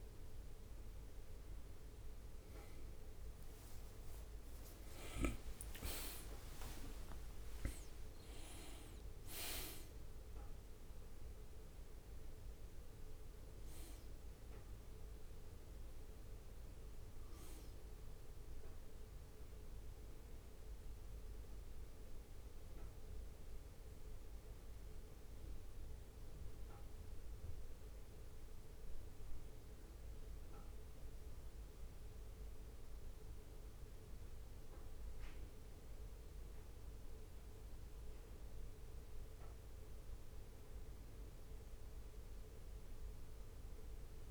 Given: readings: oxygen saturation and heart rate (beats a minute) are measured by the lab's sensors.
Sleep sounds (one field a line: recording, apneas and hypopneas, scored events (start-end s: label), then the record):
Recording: breathing in sleep by a room microphone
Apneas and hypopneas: none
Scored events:
4.50-9.00 s: arousal
5.00-7.00 s: leg movement (device-marked)
5.00-7.00 s: long interval between heartbeats (device-marked, heart rate 64 before, 78 extreme)
18.50-23.50 s: leg movement (device-marked)
From the record:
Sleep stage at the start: N1 (lightest sleep)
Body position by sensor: on the right side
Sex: male